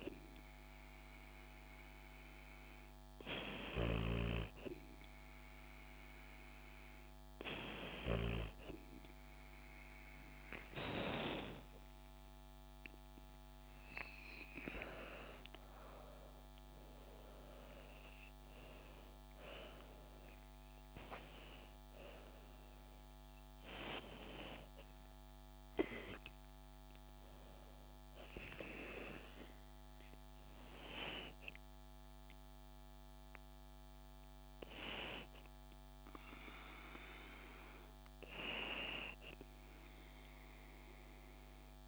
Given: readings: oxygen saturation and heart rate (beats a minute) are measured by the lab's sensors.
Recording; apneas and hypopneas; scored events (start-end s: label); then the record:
breathing in sleep by a microphone on the trachea; none
11.50-17.00 s: arousal
From the record:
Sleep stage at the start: N2 (light sleep); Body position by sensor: on the back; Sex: female